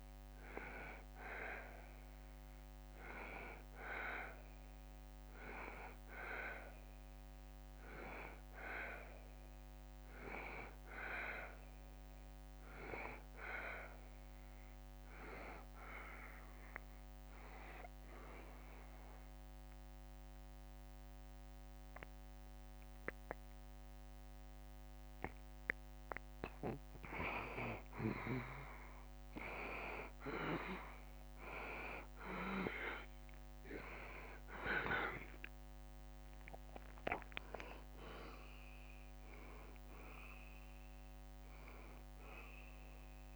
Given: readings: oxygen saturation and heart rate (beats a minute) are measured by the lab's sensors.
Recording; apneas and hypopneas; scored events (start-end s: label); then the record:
breathing in sleep by a microphone on the trachea; 1
0.00-3.00 s: arousal
13.50-27.00 s: obstructive apnea (oxygen 95% before, 88% lowest, heart rate 75 before, 72 extreme, up 0 after)
30.50-35.50 s: arousal
33.50-43.36 s: oxygen desaturation (device-marked, oxygen 93% before, 88% lowest, heart rate 74 before, 71 extreme)
From the record:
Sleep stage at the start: N2 (light sleep); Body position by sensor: on the back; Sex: male